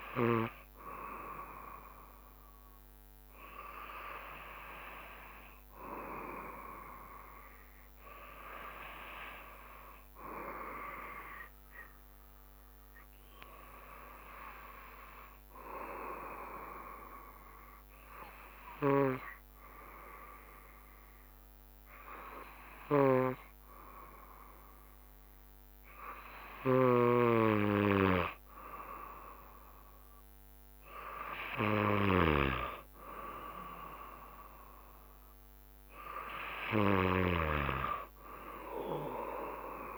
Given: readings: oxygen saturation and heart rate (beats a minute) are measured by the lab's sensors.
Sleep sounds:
breathing in sleep by a microphone on the trachea; none
27.50-39.98 s: drop in pulse transit time (device-marked, heart rate 69 before, 68 extreme)
36.00-39.98 s: arousal
From the record:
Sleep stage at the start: N2 (light sleep); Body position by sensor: on the back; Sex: male

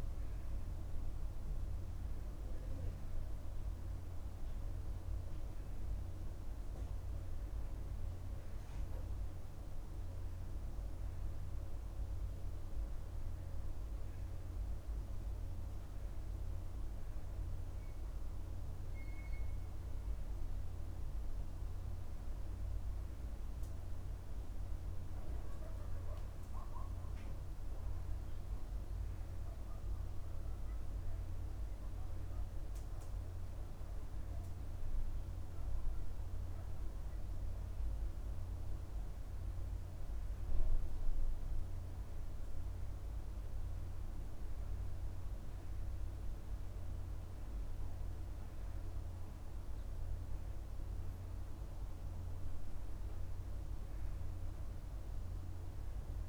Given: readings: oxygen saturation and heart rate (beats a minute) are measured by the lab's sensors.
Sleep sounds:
breathing in sleep, hard to hear, by a room microphone; none
none scored
From the record:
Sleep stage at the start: N2 (light sleep); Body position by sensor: on the back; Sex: male

